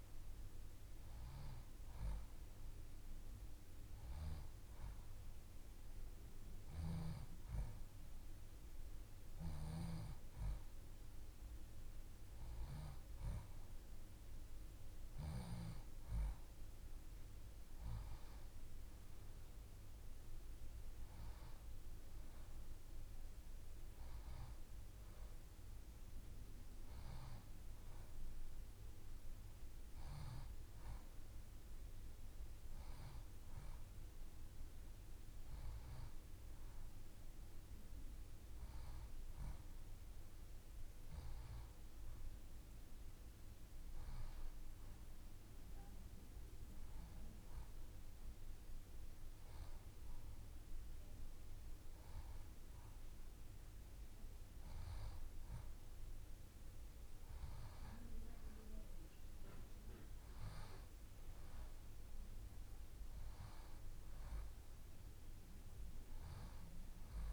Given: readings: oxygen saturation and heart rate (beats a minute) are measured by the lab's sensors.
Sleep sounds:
breathing in sleep, hard to hear, by a room microphone; none
none scored
From the record:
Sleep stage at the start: N2 (light sleep); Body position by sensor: on the left side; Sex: female

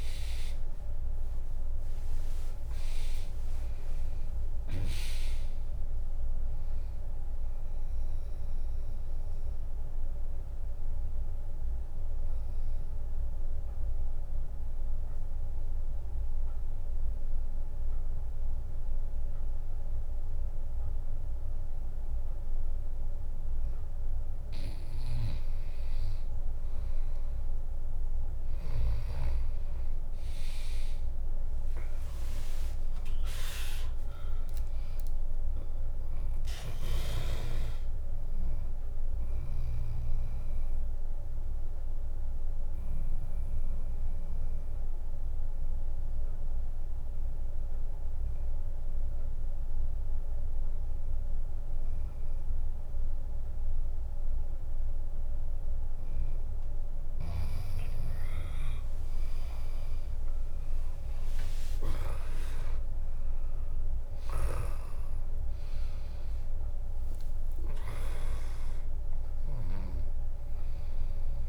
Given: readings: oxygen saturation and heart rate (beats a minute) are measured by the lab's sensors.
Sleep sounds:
breathing in sleep by a room microphone; 2
0.00-9.50 s: drop in pulse transit time (device-marked, heart rate 67 extreme)
8.50-11.50 s: bradycardia (device-marked, heart rate 71 before, 65 extreme)
10.50-23.50 s: obstructive apnea (oxygen 100% before, 96% lowest, heart rate 78 before, 57 extreme, up 1 after)
12.50-26.50 s: oxygen desaturation (device-marked, oxygen 99% before, 96% lowest, heart rate 78 before, 57 extreme)
23.50-29.50 s: bradycardia (device-marked, heart rate 71 before, 58 extreme)
31.00-36.50 s: arousal
33.50-46.50 s: drop in pulse transit time (device-marked, heart rate 60 before, 63 extreme)
41.00-56.00 s: obstructive apnea (oxygen 100% before, 96% lowest, heart rate 64 before, 55 extreme, up 4 after)
49.50-62.50 s: bradycardia (device-marked, heart rate 71 before, 55 extreme)
60.00-65.00 s: arousal
61.50-71.49 s: drop in pulse transit time (device-marked, heart rate 65 before, 58 extreme)
From the record:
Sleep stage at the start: N2 (light sleep); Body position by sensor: on the back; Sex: female

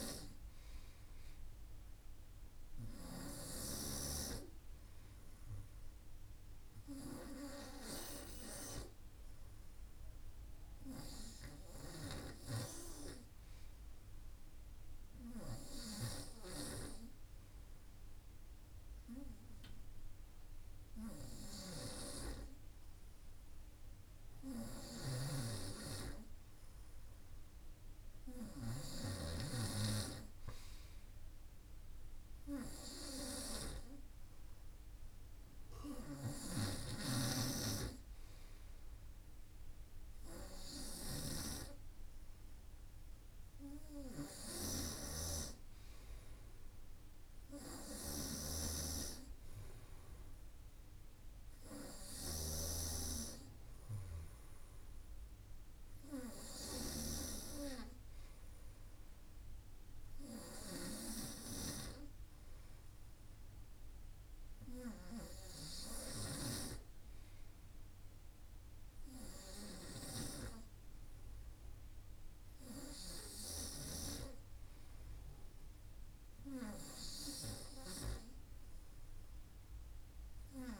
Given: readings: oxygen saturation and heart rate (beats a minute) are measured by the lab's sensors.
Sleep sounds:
breathing in sleep by a room microphone; none
0.00-1.50 s: arousal
24.00-28.00 s: snoring (device-marked)
35.00-56.00 s: snoring (device-marked)
From the record:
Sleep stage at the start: N2 (light sleep); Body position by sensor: on the front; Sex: male

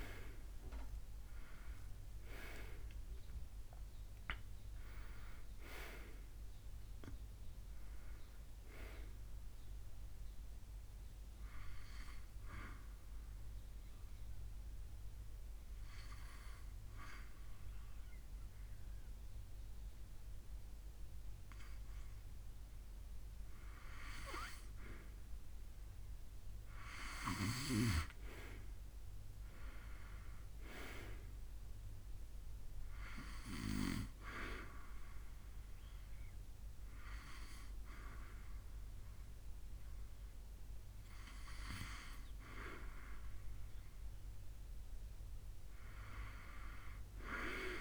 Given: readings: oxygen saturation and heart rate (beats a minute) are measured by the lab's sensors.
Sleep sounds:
breathing in sleep by a room microphone; 1
0.00-2.00 s: arousal
11.00-23.00 s: hypopnea (oxygen 97% before, 94% lowest, heart rate 82 before, 74 extreme, up 5 after)
29.00-32.50 s: arousal
From the record:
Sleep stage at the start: N2 (light sleep); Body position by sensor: on the back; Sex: male

